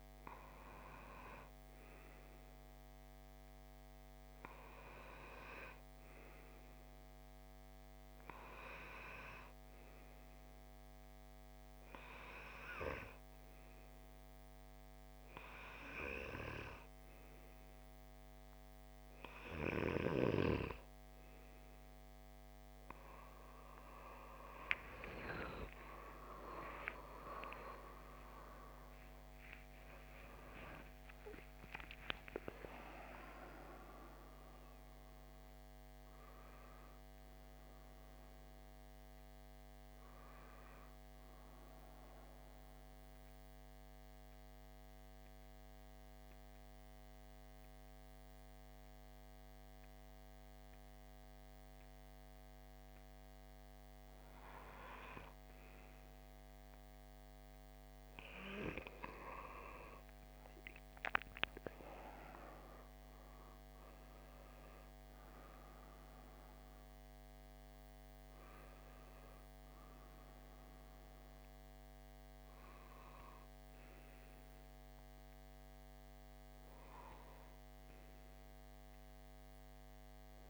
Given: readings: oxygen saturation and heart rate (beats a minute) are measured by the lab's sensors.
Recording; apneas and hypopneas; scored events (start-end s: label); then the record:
breathing in sleep by a microphone on the trachea; 1
27.00-32.50 s: arousal
42.00-53.00 s: central apnea (oxygen 94% before, 93% lowest)
57.50-62.00 s: arousal
68.50-80.50 s: oxygen desaturation (device-marked, oxygen 99% before, 93% lowest)
From the record:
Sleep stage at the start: N2 (light sleep); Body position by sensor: on the left side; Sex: male